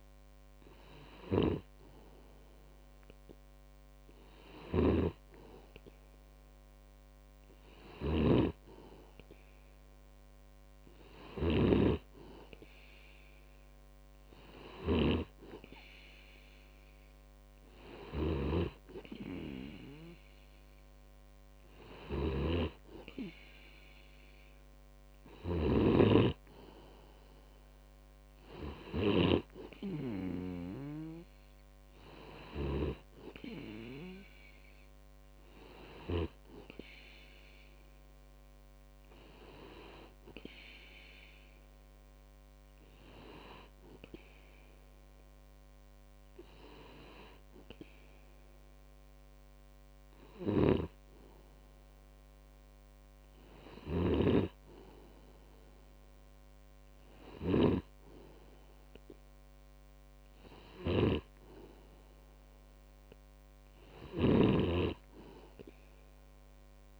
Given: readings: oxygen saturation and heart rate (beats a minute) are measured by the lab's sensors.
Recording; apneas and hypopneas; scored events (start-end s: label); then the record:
breathing in sleep by a microphone on the trachea; none
4.50-12.00 s: snoring (device-marked)
22.00-33.00 s: snoring (device-marked)
50.50-67.00 s: snoring (device-marked)
From the record:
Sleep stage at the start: N2 (light sleep); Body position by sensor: on the back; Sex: male